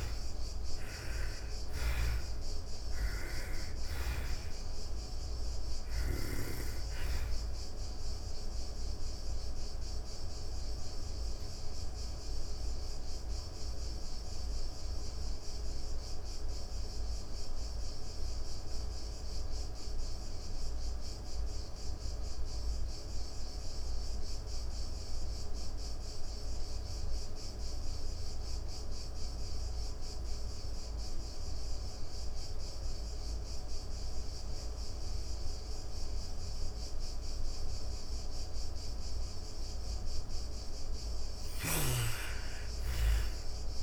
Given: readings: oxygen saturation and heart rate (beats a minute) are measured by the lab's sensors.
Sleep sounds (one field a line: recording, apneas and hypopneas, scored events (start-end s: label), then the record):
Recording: breathing in sleep by a room microphone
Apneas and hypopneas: 1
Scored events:
0.00-5.00 s: snoring (device-marked)
0.00-21.00 s: oxygen desaturation (device-marked, oxygen 76% lowest)
6.50-39.50 s: obstructive apnea (oxygen 99% before, 76% lowest)
34.00-43.83 s: oxygen desaturation (device-marked, oxygen 99% before, 80% lowest)
40.00-43.83 s: snoring (device-marked)
40.50-43.83 s: arousal
From the record:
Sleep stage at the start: N2 (light sleep)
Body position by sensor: on the back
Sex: female